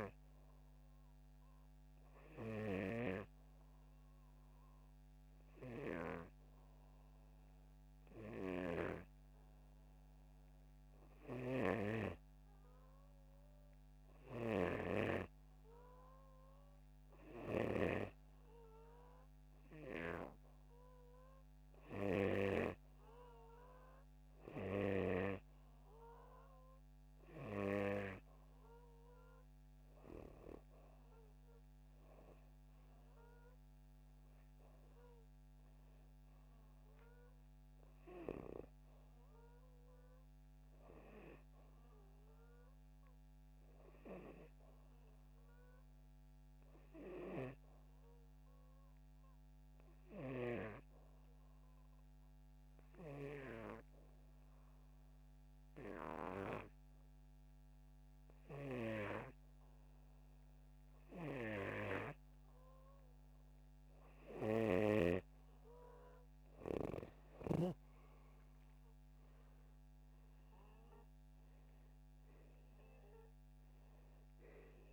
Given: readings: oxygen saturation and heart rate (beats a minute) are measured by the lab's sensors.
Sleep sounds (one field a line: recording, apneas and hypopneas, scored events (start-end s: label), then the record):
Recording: breathing in sleep by a microphone on the trachea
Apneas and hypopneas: none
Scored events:
26.50-41.50 s: oxygen desaturation (device-marked, oxygen 95% before, 92% lowest, heart rate 76 before, 76 extreme)
67.50-70.50 s: arousal
69.50-74.92 s: new sleep stage, REM sleep
73.50-74.92 s: oxygen desaturation (device-marked, oxygen 95% before, 91% lowest, heart rate 77 before, 73 extreme)
From the record:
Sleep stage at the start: N2 (light sleep)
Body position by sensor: upright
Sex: male